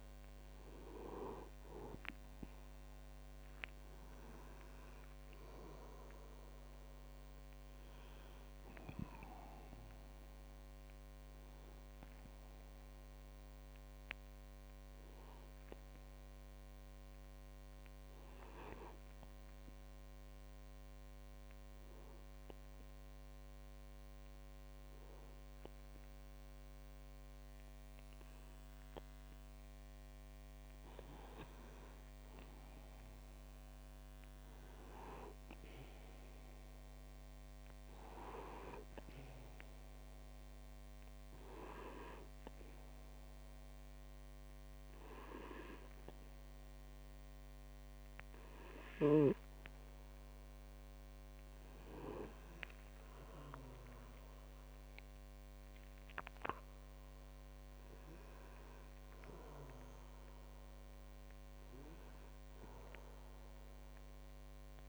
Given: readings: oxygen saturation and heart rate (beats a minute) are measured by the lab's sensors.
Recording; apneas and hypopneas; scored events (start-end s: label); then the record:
breathing in sleep by a microphone on the trachea; 2
0.00-1.50 s: arousal
3.50-16.50 s: oxygen desaturation (device-marked, oxygen 98% before, 95% lowest, heart rate 49 before, 38 extreme)
14.00-27.50 s: obstructive apnea (oxygen 99% before, 95% lowest, heart rate 54 before, 38 extreme, up 1 after)
30.50-33.50 s: arousal
40.50-52.00 s: obstructive apnea (oxygen 98% before, 95% lowest, heart rate 48 before, 39 extreme, up 13 after)
53.50-57.00 s: arousal
From the record:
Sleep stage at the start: N2 (light sleep); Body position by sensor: on the back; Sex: male